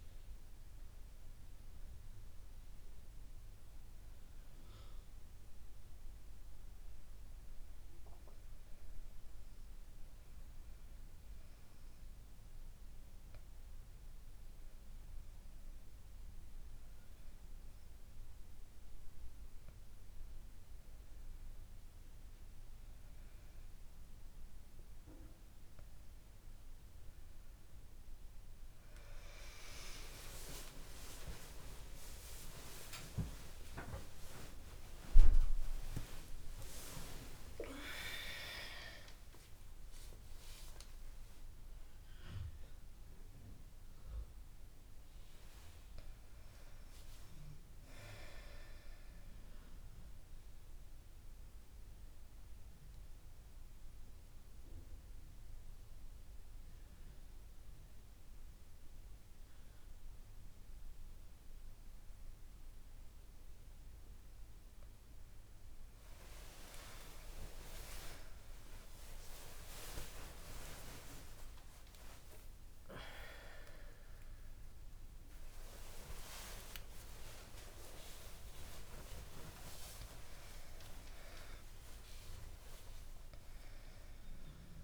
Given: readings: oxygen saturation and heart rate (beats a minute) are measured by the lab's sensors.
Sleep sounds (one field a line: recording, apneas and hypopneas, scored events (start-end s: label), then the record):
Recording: a person awake in a sleep study, by a room microphone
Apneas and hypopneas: 1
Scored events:
4.00-8.00 s: arousal
11.00-22.50 s: hypopnea (oxygen 98% before, 89% lowest, heart rate 74 before, 68 extreme, up 19 after)
22.50-84.84 s: new sleep stage, awake
24.50-40.50 s: oxygen desaturation (device-marked, oxygen 96% before, 89% lowest, heart rate 71 before, 60 extreme)
From the record:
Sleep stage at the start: N1 (lightest sleep)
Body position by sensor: on the back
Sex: female